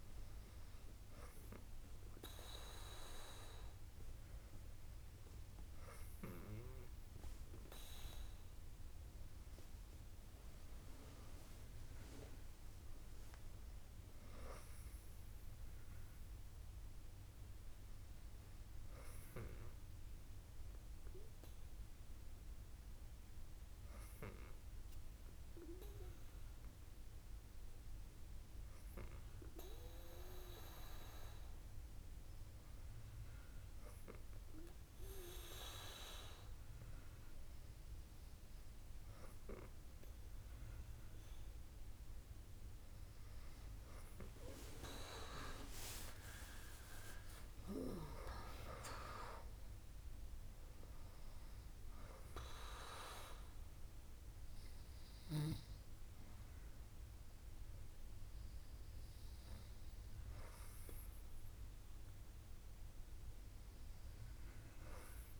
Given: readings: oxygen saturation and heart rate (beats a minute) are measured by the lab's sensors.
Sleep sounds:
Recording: breathing in sleep by a room microphone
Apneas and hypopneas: 1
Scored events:
9.50-13.00 s: arousal
19.50-40.00 s: hypopnea (oxygen 98% before, 96% lowest, heart rate 68 before, 65 extreme, up 4 after)
46.50-50.50 s: arousal
From the record:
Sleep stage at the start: N2 (light sleep)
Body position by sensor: on the back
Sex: female

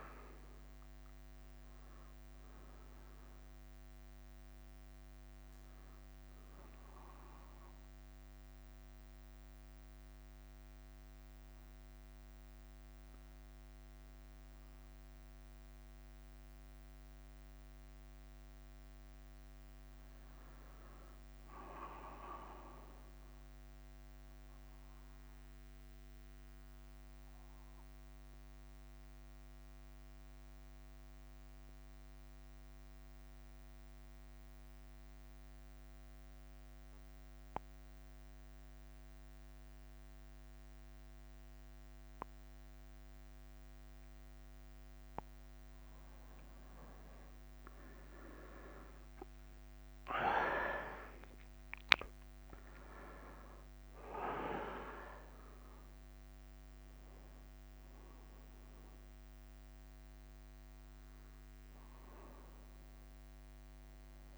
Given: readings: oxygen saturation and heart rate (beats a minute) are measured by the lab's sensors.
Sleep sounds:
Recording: breathing in sleep by a microphone on the trachea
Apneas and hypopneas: 1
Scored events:
0.00-16.50 s: bradycardia (device-marked, heart rate 56 extreme)
0.00-21.50 s: oxygen desaturation (device-marked, oxygen 90% lowest, heart rate 52 extreme)
21.50-24.50 s: arousal
23.50-32.50 s: bradycardia (device-marked, heart rate 59 before, 52 extreme)
26.00-46.00 s: mixed apnea (oxygen 99% before, 89% lowest, heart rate 60 before, 53 extreme, up 13 after)
36.50-38.50 s: long interval between heartbeats (device-marked, heart rate 60 before, 63 extreme)
37.50-47.50 s: bradycardia (device-marked, heart rate 59 before, 53 extreme)
49.00-53.00 s: arousal
49.50-64.38 s: oxygen desaturation (device-marked, oxygen 98% before, 89% lowest, heart rate 58 before, 51 extreme)
From the record:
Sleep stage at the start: N2 (light sleep)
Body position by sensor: on the back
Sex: male

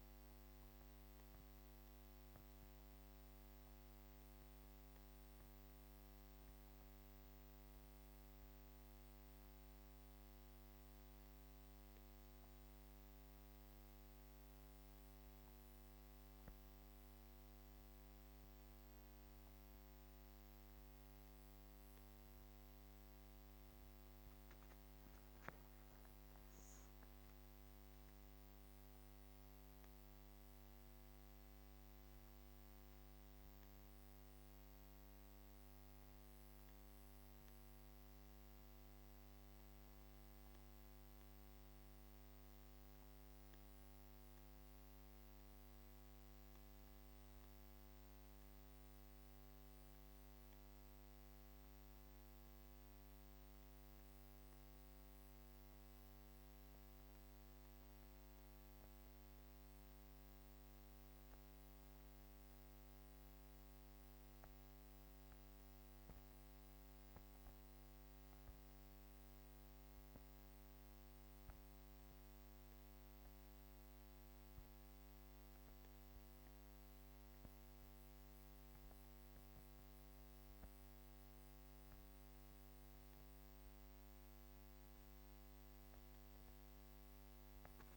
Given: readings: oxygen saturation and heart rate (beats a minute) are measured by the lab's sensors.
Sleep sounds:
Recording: breathing in sleep, hard to hear, by a microphone on the trachea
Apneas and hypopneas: 1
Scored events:
54.50-67.50 s: hypopnea (oxygen 97% before, 94% lowest, heart rate 75 before, 50 extreme, up 11 after)
68.00-72.50 s: arousal
68.00-87.97 s: new sleep stage, N2 (light sleep)
From the record:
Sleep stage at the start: N1 (lightest sleep)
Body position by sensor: on the back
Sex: female

